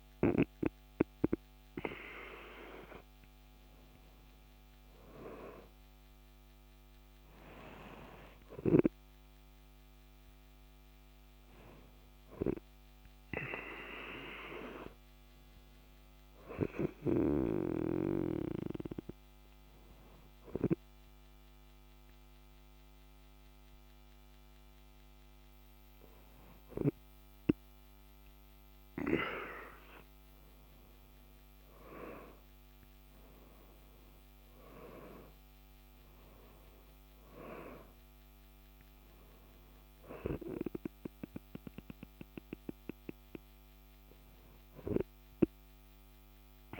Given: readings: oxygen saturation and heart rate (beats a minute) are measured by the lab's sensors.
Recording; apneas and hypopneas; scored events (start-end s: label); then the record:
breathing in sleep by a microphone on the trachea; none
30.00-35.50 s: arousal
From the record:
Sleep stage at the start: N2 (light sleep); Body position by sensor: on the back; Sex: male